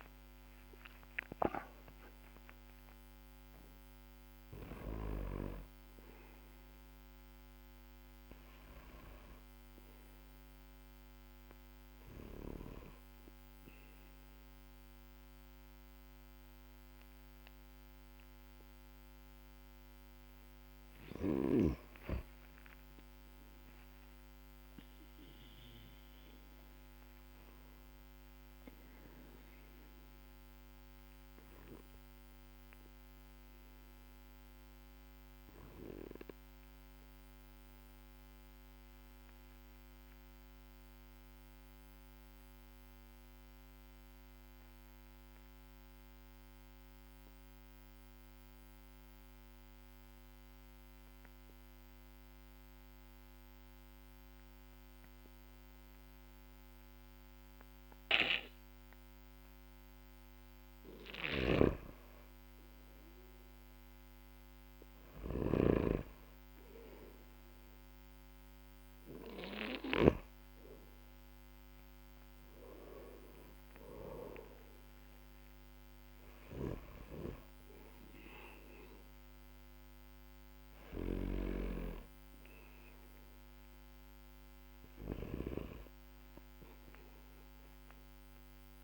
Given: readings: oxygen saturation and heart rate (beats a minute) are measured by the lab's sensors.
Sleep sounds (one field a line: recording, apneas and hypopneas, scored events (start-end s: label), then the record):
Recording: breathing in sleep by a microphone on the trachea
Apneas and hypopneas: 1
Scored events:
0.00-2.00 s: arousal
21.50-25.50 s: arousal
28.50-58.00 s: obstructive apnea (oxygen 97% before, 91% lowest, heart rate 56 before, 48 extreme, up 14 after)
59.50-63.50 s: arousal
61.00-70.00 s: snoring (device-marked)
64.00-88.84 s: oxygen desaturation (device-marked, oxygen 98% before, 91% lowest, heart rate 55 before, 47 extreme)
80.50-85.00 s: snoring (device-marked)
From the record:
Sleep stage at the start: N2 (light sleep)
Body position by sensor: on the back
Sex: male